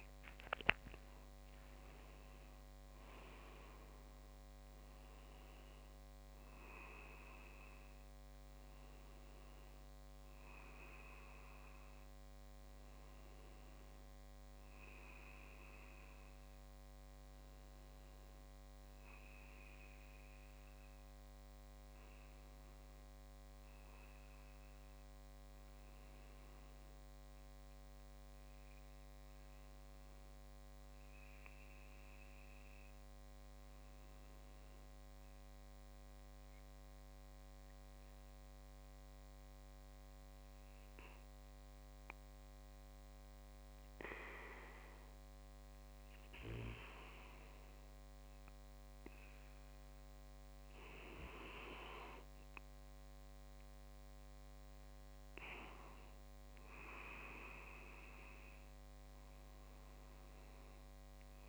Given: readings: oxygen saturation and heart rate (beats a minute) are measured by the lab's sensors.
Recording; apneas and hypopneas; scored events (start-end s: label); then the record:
breathing in sleep by a microphone on the trachea; 1
0.00-1.50 s: arousal
0.00-2.00 s: leg movement (device-marked)
3.00-16.00 s: oxygen desaturation (device-marked, oxygen 91% before, 85% lowest)
11.00-23.00 s: tachycardia (device-marked)
16.50-46.50 s: hypopnea (oxygen 95% before, 94% lowest)
30.50-31.50 s: leg movement (device-marked)
48.50-52.00 s: arousal
50.00-61.48 s: oxygen desaturation (device-marked, oxygen 97% before, 94% lowest)
From the record:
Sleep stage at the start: N2 (light sleep); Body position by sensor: on the back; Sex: male